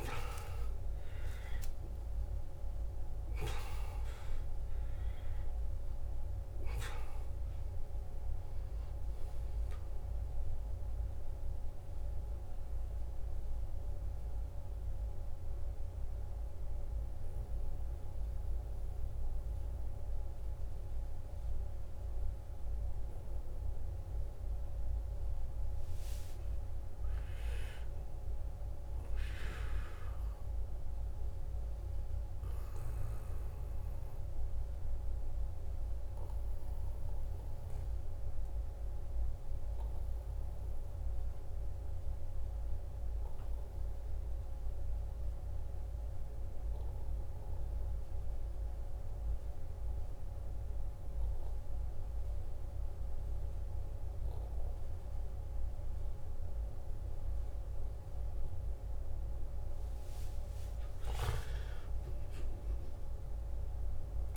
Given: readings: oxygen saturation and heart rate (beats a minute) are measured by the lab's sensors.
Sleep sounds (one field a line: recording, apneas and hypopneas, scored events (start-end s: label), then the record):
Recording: breathing in sleep, hard to hear, by a room microphone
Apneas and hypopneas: 2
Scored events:
0.00-3.50 s: oxygen desaturation (device-marked, oxygen 89% lowest, heart rate 53 extreme)
15.50-26.50 s: central apnea (oxygen 93% before, 87% lowest, heart rate 65 before, 53 extreme, up 9 after)
16.50-24.50 s: oxygen desaturation (device-marked, oxygen 91% before, 87% lowest, heart rate 65 before, 53 extreme)
27.00-30.00 s: arousal
36.00-59.50 s: hypopnea (oxygen 99% before, 90% lowest, heart rate 56 before, 53 extreme, up 14 after)
57.50-64.36 s: oxygen desaturation (device-marked, oxygen 97% before, 91% lowest, heart rate 54 before, 57 extreme)
60.50-64.36 s: new sleep stage, awake
From the record:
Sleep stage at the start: N2 (light sleep)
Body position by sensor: on the back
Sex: male